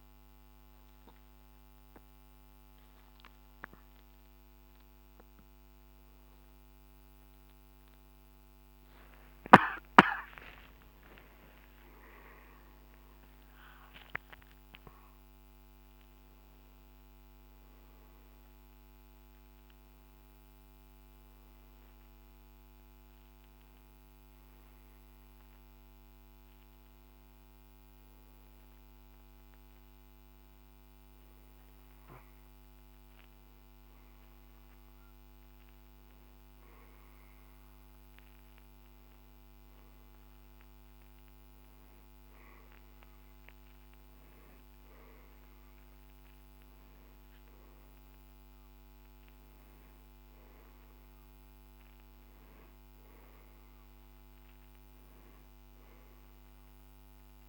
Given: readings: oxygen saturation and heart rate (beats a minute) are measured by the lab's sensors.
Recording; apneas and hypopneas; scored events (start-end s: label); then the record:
a person partly awake in a sleep study, by a microphone on the trachea; none
0.00-6.00 s: oxygen desaturation (device-marked, oxygen 95% lowest, heart rate 67 extreme)
15.00-57.49 s: new sleep stage, N2 (light sleep)
16.00-26.00 s: oxygen desaturation (device-marked, oxygen 97% before, 93% lowest, heart rate 82 before, 67 extreme)
40.00-57.49 s: oxygen desaturation (device-marked, oxygen 96% before, 93% lowest, heart rate 72 before, 70 extreme)
From the record:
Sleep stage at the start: awake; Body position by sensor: on the right side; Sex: male